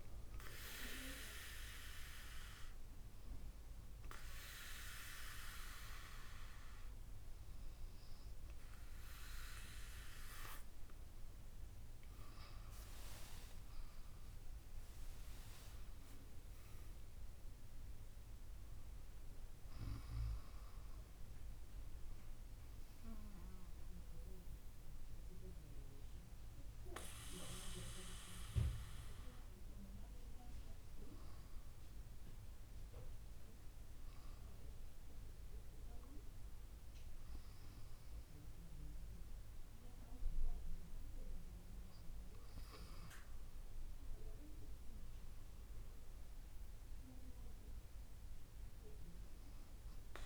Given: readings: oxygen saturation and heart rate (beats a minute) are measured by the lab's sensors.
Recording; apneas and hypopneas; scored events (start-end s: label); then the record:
breathing in sleep by a room microphone; none
0.00-11.50 s: oxygen desaturation (device-marked, oxygen 90% lowest, heart rate 65 extreme)
13.50-18.50 s: arousal
From the record:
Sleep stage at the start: N2 (light sleep); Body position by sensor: on the back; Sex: female